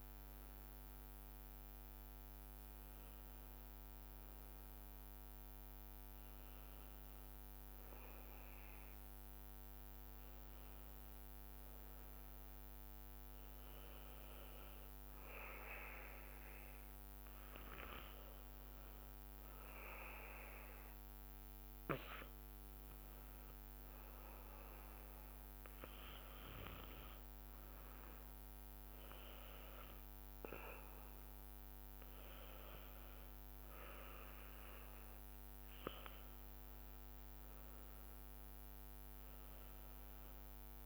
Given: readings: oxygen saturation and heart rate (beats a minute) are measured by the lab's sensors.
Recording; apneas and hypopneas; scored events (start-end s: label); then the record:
breathing in sleep by a microphone on the trachea; 1
2.00-5.00 s: arousal
8.00-26.00 s: hypopnea (oxygen 96% before, 95% lowest)
29.00-33.50 s: arousal
From the record:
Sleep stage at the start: N2 (light sleep); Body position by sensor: on the back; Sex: male